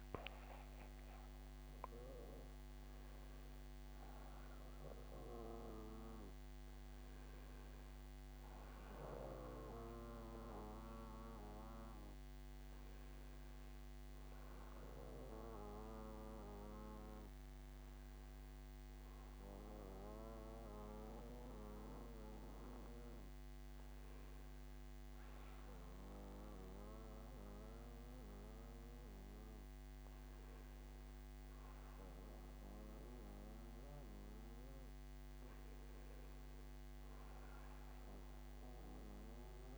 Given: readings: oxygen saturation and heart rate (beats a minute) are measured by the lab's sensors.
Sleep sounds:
breathing in sleep by a microphone on the trachea; none
none scored
From the record:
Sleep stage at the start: N2 (light sleep); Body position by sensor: on the back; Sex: male

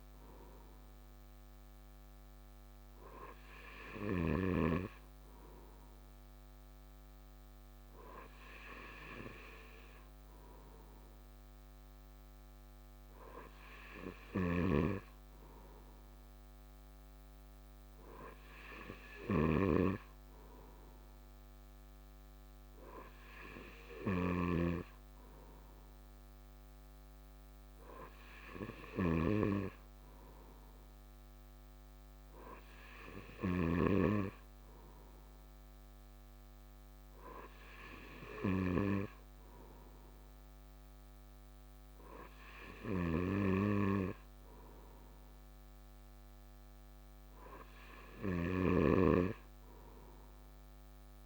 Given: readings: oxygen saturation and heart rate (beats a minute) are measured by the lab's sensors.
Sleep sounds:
breathing in sleep by a microphone on the trachea; none
none scored
From the record:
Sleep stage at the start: N2 (light sleep); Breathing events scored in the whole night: 207 in 6.1 hours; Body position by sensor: on the right side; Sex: male

